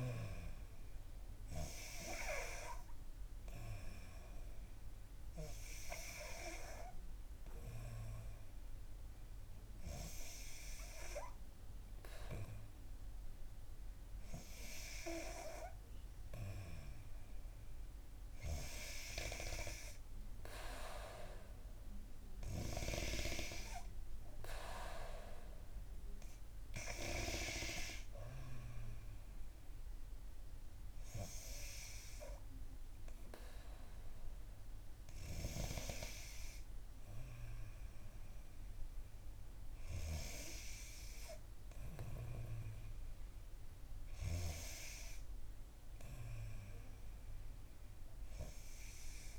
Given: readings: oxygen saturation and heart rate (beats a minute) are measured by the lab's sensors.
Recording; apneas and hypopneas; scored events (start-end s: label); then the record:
breathing in sleep by a room microphone; none
none scored
From the record:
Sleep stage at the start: N3 (deep sleep); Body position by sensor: on the back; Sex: female